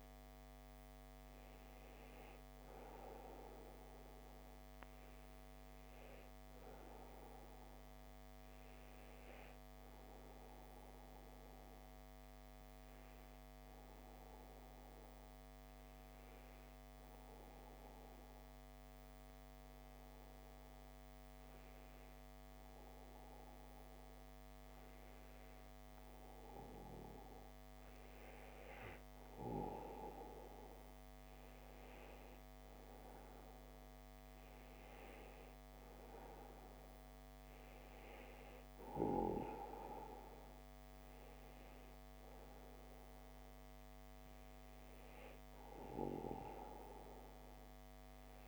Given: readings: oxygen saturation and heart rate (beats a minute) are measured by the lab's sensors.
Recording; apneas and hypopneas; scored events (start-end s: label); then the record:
breathing in sleep by a microphone on the trachea; 1
9.50-25.50 s: obstructive apnea (oxygen 96% before, 93% lowest)
28.50-33.50 s: arousal
From the record:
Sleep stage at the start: N2 (light sleep); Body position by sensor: on the back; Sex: male